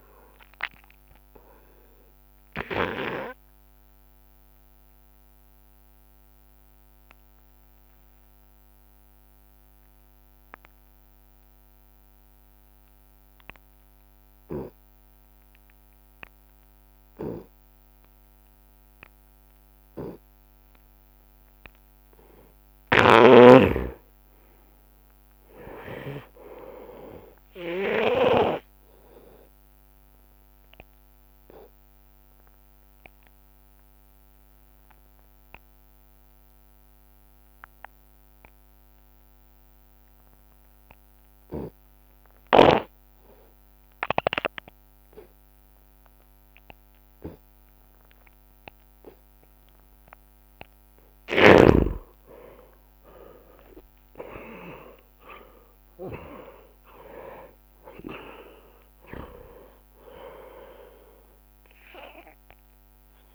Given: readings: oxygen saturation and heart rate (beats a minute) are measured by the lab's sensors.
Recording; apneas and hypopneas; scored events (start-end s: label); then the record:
breathing in sleep by a microphone on the trachea; 2
0.00-1.00 s: oxygen desaturation (device-marked, oxygen 94% lowest)
4.50-21.50 s: mixed apnea (oxygen 99% before, 86% lowest)
13.50-15.50 s: long interval between heartbeats (device-marked)
14.00-22.00 s: oxygen desaturation (device-marked, oxygen 95% before, 86% lowest)
16.00-18.00 s: long interval between heartbeats (device-marked)
19.00-21.00 s: long interval between heartbeats (device-marked, heart rate 31 before, 78 extreme)
23.00-26.50 s: snoring (device-marked)
23.00-28.00 s: arousal
24.00-26.00 s: long interval between heartbeats (device-marked, heart rate 48 before, 76 extreme)
24.00-27.00 s: drop in pulse transit time (device-marked, heart rate 48 before, 58 extreme)
32.00-50.50 s: obstructive apnea (oxygen 100% before, 87% lowest, heart rate 63 before, 38 extreme, up 24 after)
38.00-40.00 s: long interval between heartbeats (device-marked, heart rate 52 before, 39 extreme)
40.00-53.00 s: oxygen desaturation (device-marked, oxygen 97% before, 89% lowest, heart rate 48 before, 39 extreme)
46.00-48.00 s: long interval between heartbeats (device-marked, heart rate 39 before, 52 extreme)
52.00-57.50 s: arousal
53.00-63.34 s: drop in pulse transit time (device-marked, heart rate 42 before, 48 extreme)
55.50-57.50 s: long interval between heartbeats (device-marked, heart rate 45 before, 66 extreme)
59.50-61.50 s: long interval between heartbeats (device-marked, heart rate 52 before, 72 extreme)
From the record:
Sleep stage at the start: N2 (light sleep); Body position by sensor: on the right side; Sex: male